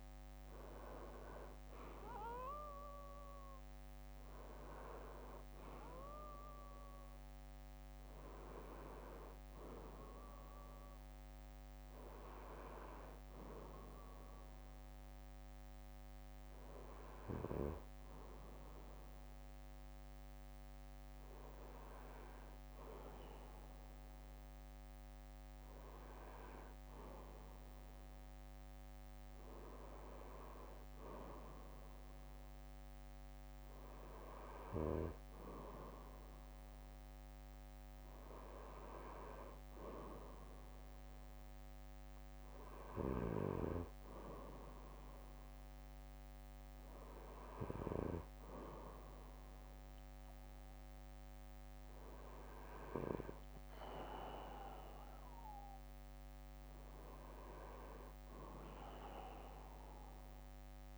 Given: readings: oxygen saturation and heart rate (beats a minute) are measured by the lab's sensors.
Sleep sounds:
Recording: breathing in sleep by a microphone on the trachea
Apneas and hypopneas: none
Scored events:
0.00-1.50 s: arousal
From the record:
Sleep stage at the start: N2 (light sleep)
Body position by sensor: on the back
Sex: male

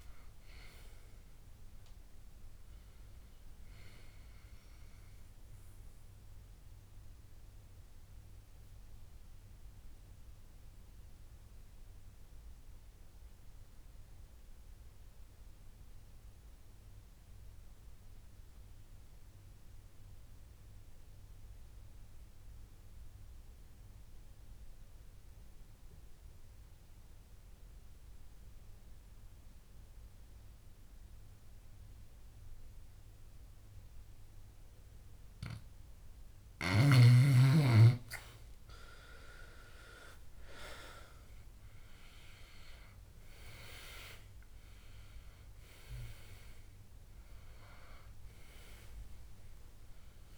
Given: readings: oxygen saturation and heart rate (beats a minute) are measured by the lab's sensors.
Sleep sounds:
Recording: breathing in sleep by a room microphone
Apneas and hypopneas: 1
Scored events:
0.00-17.00 s: oxygen desaturation (device-marked, oxygen 91% lowest, heart rate 61 extreme)
7.00-36.00 s: obstructive apnea (oxygen 98% before, 88% lowest, heart rate 74 before, 61 extreme, up 18 after)
28.00-50.38 s: oxygen desaturation (device-marked, oxygen 98% before, 88% lowest, heart rate 63 before, 61 extreme)
41.00-44.50 s: arousal
From the record:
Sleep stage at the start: N2 (light sleep)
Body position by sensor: on the back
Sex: male

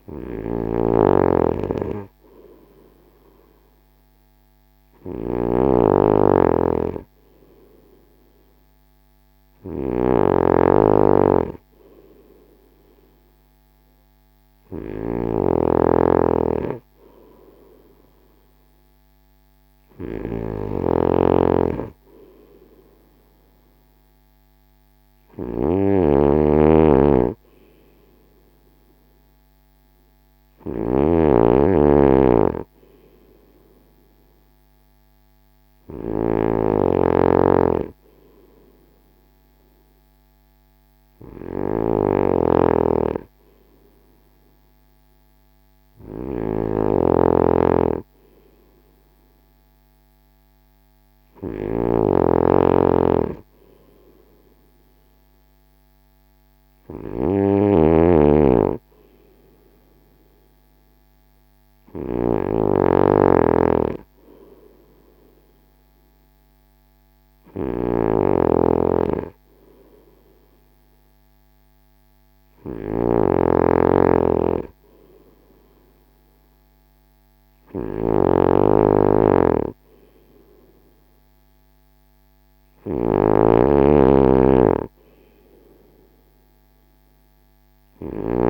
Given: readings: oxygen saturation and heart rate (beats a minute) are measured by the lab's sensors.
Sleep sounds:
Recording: breathing in sleep by a microphone on the trachea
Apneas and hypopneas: none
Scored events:
0.00-88.50 s: snoring (device-marked)
From the record:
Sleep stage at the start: N2 (light sleep)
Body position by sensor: on the front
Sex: male

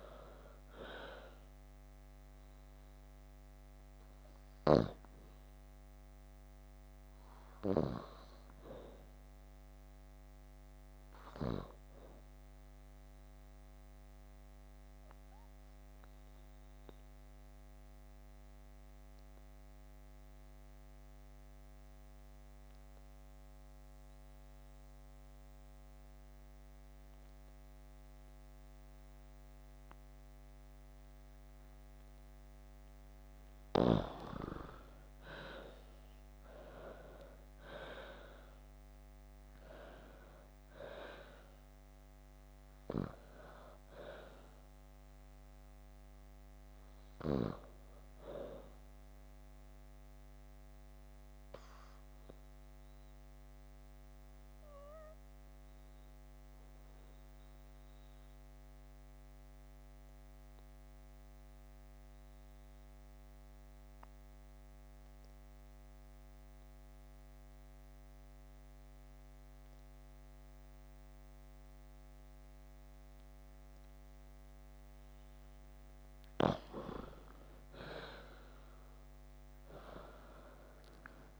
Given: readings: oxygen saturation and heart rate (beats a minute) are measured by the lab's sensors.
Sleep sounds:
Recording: breathing in sleep by a microphone on the trachea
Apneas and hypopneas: 2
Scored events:
0.00-13.00 s: oxygen desaturation (device-marked, oxygen 88% lowest, heart rate 54 extreme)
13.50-33.00 s: obstructive apnea (oxygen 95% before, 87% lowest, heart rate 63 before, 53 extreme, up 39 after)
35.00-39.50 s: arousal
36.00-53.00 s: oxygen desaturation (device-marked, oxygen 97% before, 92% lowest, heart rate 65 before, 53 extreme)
50.50-75.00 s: obstructive apnea (oxygen 97% before, 87% lowest, heart rate 82 before, 53 extreme, up 15 after)
68.00-81.40 s: oxygen desaturation (device-marked, oxygen 94% before, 87% lowest, heart rate 58 before, 53 extreme)
78.00-81.40 s: arousal
From the record:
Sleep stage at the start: N2 (light sleep)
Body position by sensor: on the back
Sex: female

